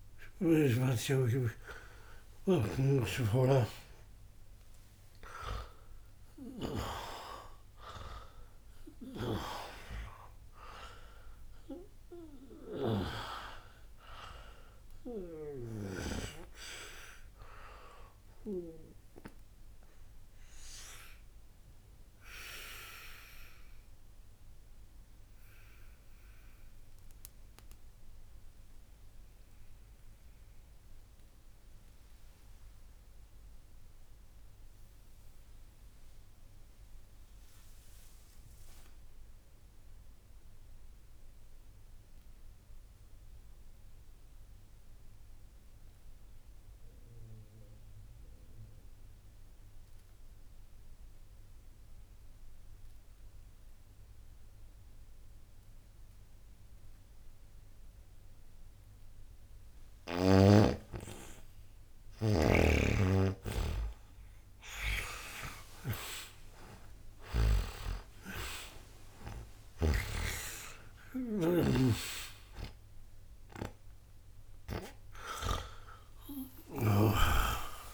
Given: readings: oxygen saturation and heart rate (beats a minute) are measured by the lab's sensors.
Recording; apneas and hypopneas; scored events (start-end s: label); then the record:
breathing in sleep by a room microphone; 1
0.00-41.00 s: oxygen desaturation (device-marked, oxygen 85% lowest, heart rate 52 extreme)
2.50-6.50 s: snoring (device-marked)
11.00-14.00 s: bradycardia (device-marked, heart rate 73 before, 80 extreme)
15.00-18.50 s: snoring (device-marked)
19.00-77.94 s: new sleep stage, N2 (light sleep)
23.00-57.50 s: obstructive apnea (oxygen 97% before, 78% lowest, heart rate 85 before, 60 extreme, up 1 after)
57.00-77.94 s: oxygen desaturation (device-marked, oxygen 99% before, 78% lowest, heart rate 61 before, 60 extreme)
61.50-65.50 s: arousal
From the record:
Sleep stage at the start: N1 (lightest sleep); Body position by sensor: on the back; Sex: male